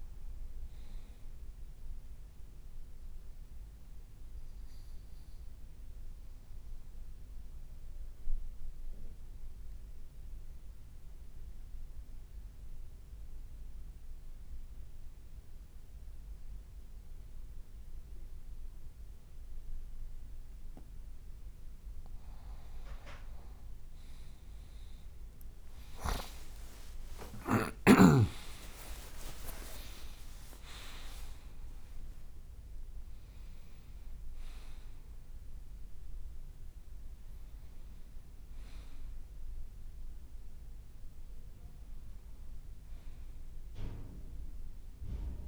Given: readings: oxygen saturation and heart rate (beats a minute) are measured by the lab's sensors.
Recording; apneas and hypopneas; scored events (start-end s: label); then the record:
breathing in sleep by a room microphone; 1
2.00-19.00 s: obstructive apnea (oxygen 95% before, 93% lowest, heart rate 58 before, 55 extreme, up 3 after)
21.00-25.00 s: arousal
24.00-33.50 s: leg movement (device-marked)
26.00-45.48 s: new sleep stage, N1 (lightest sleep)
28.50-30.50 s: long interval between heartbeats (device-marked, heart rate 56 before, 85 extreme)
From the record:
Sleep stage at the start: N2 (light sleep); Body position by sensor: on the right side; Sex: male